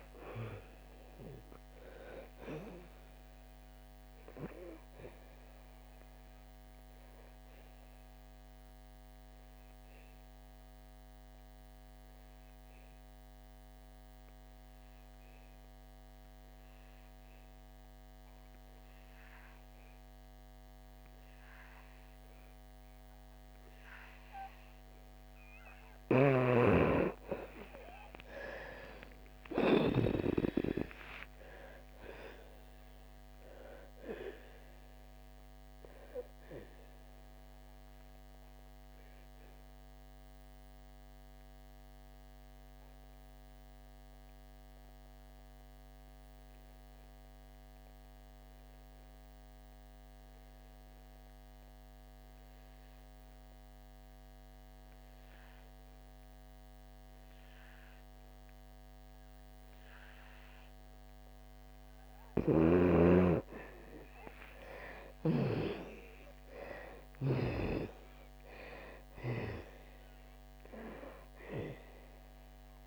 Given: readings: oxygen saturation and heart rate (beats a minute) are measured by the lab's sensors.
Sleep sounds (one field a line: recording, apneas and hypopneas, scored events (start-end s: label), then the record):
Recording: breathing in sleep by a microphone on the trachea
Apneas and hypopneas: 2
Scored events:
0.00-15.50 s: oxygen desaturation (device-marked, oxygen 91% lowest, heart rate 60 extreme)
4.50-26.00 s: obstructive apnea (oxygen 99% before, 82% lowest, heart rate 69 before, 59 extreme, up 10 after)
25.50-53.50 s: oxygen desaturation (device-marked, oxygen 97% before, 82% lowest, heart rate 68 before, 59 extreme)
26.00-30.00 s: snoring (device-marked)
28.00-31.00 s: arousal
37.50-61.50 s: obstructive apnea (oxygen 97% before, 82% lowest, heart rate 69 before, 58 extreme, up 17 after)
59.50-72.87 s: oxygen desaturation (device-marked, oxygen 98% before, 83% lowest, heart rate 63 before, 58 extreme)
62.00-65.50 s: snoring (device-marked)
64.00-67.50 s: arousal
From the record:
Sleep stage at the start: N2 (light sleep)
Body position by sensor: on the back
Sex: female